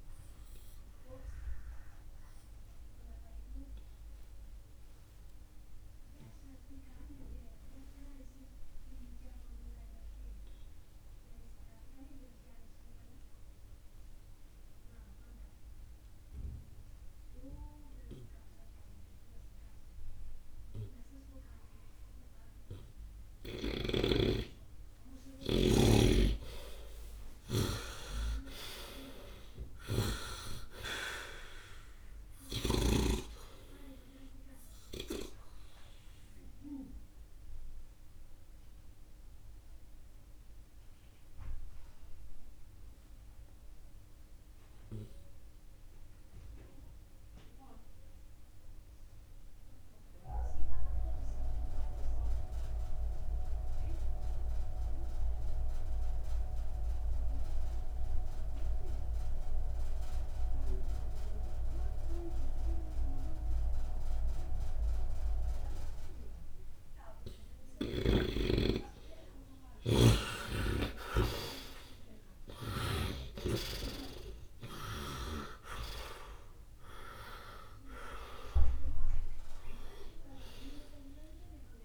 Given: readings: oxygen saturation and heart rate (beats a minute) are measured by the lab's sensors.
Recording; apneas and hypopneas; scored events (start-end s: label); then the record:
breathing in sleep by a room microphone; 2
0.50-22.50 s: oxygen desaturation (device-marked, oxygen 97% before, 71% lowest, heart rate 60 before, 57 extreme)
2.00-21.00 s: obstructive apnea (oxygen 97% before, 71% lowest, heart rate 60 before, 57 extreme)
16.50-18.50 s: long interval between heartbeats (device-marked, heart rate 75 before, 80 extreme)
24.50-28.50 s: arousal
25.50-33.00 s: snoring (device-marked)
31.50-56.50 s: oxygen desaturation (device-marked, oxygen 99% before, 73% lowest, heart rate 69 before, 48 extreme)
35.50-66.00 s: obstructive apnea (oxygen 99% before, 67% lowest, heart rate 67 before, 48 extreme, up 6 after)
70.00-74.00 s: arousal
75.50-81.85 s: oxygen desaturation (device-marked, oxygen 95% before, 67% lowest, heart rate 51 before, 70 extreme)
From the record:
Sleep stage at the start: N2 (light sleep); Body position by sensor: on the right side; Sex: male